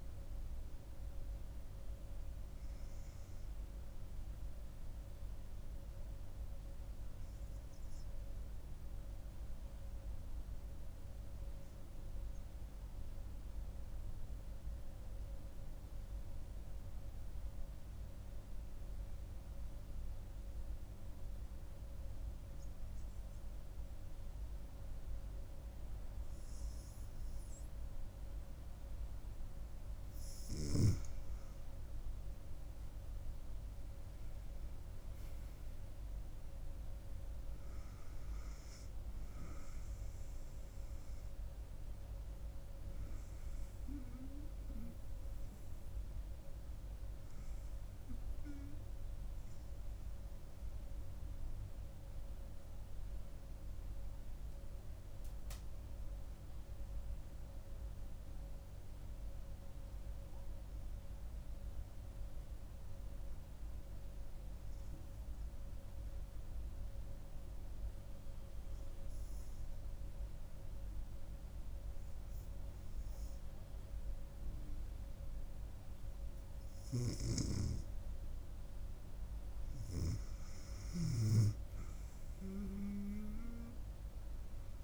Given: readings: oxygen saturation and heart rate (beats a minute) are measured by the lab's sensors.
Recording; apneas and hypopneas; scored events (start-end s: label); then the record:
breathing in sleep by a room microphone; 2
0.00-12.50 s: oxygen desaturation (device-marked, oxygen 91% lowest, heart rate 64 extreme)
7.50-29.50 s: hypopnea (oxygen 97% before, 90% lowest, heart rate 70 before, 65 extreme, up 8 after)
27.50-60.50 s: oxygen desaturation (device-marked, oxygen 98% before, 90% lowest, heart rate 66 before, 65 extreme)
31.00-33.50 s: arousal
52.00-76.50 s: hypopnea (oxygen 98% before, 90% lowest, heart rate 72 before, 64 extreme, up 7 after)
78.50-84.84 s: oxygen desaturation (device-marked, oxygen 98% before, 91% lowest, heart rate 66 before, 63 extreme)
79.50-82.50 s: arousal
From the record:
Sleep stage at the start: N2 (light sleep); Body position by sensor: on the back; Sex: female